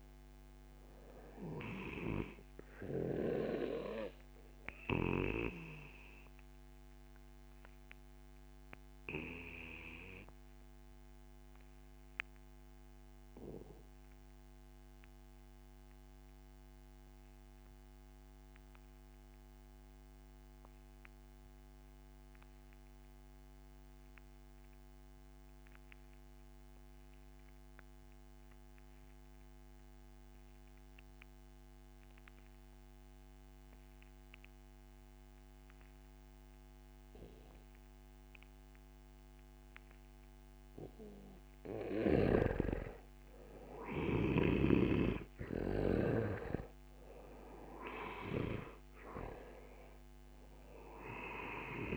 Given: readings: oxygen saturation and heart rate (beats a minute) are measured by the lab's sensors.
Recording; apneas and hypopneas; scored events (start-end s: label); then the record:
breathing in sleep by a microphone on the trachea; 1
0.50-18.50 s: oxygen desaturation (device-marked, oxygen 97% before, 91% lowest, heart rate 59 before, 44 extreme)
7.50-40.50 s: obstructive apnea (oxygen 98% before, 89% lowest, heart rate 50 before, 29 extreme, up 0 after)
32.50-51.97 s: oxygen desaturation (device-marked, oxygen 97% before, 89% lowest, heart rate 64 before, 27 extreme)
43.00-47.50 s: arousal
From the record:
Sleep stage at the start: N2 (light sleep); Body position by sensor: on the back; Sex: male